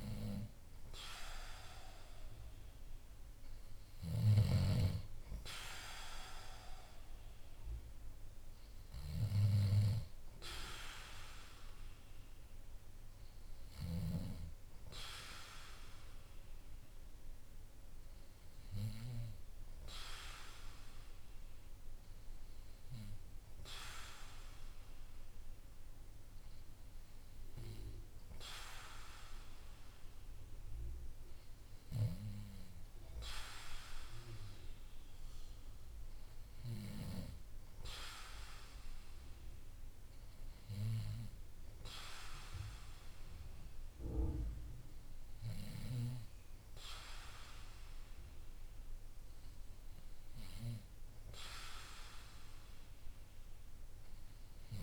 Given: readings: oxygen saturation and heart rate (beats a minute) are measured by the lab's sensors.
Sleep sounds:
breathing in sleep by a room microphone; none
none scored
From the record:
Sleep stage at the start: N2 (light sleep); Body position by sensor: on the back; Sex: male

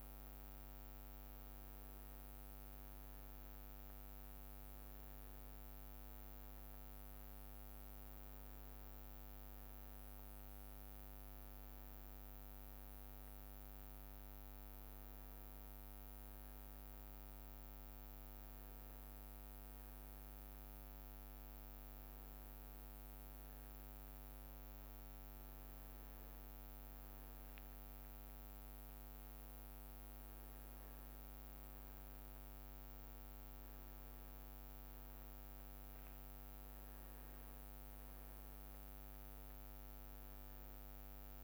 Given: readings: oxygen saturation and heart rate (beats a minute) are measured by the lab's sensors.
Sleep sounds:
breathing in sleep, hard to hear, by a microphone on the trachea; none
none scored
From the record:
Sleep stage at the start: N1 (lightest sleep); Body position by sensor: on the back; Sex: male

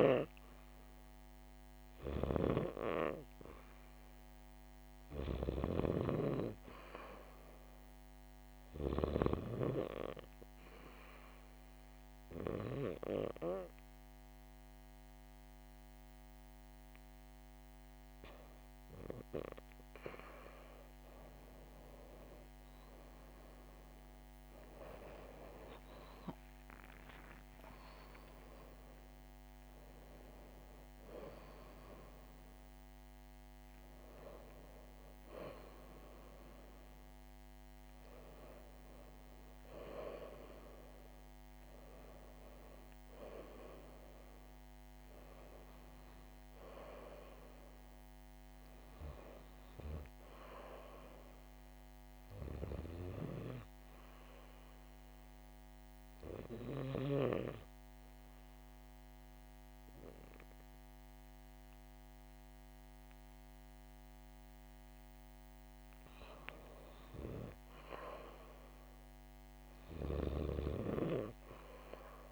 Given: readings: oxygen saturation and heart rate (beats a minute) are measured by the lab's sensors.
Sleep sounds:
breathing in sleep by a microphone on the trachea; 1
22.00-27.00 s: arousal
26.50-40.50 s: oxygen desaturation (device-marked, oxygen 95% before, 92% lowest, heart rate 75 before, 71 extreme)
54.00-64.50 s: obstructive apnea (oxygen 100% before, 96% lowest, heart rate 74 before, 69 extreme, up 0 after)
66.00-70.00 s: arousal
70.50-72.32 s: oxygen desaturation (device-marked, oxygen 99% before, 96% lowest, heart rate 71 before, 69 extreme)
From the record:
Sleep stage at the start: REM sleep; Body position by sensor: on the back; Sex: female

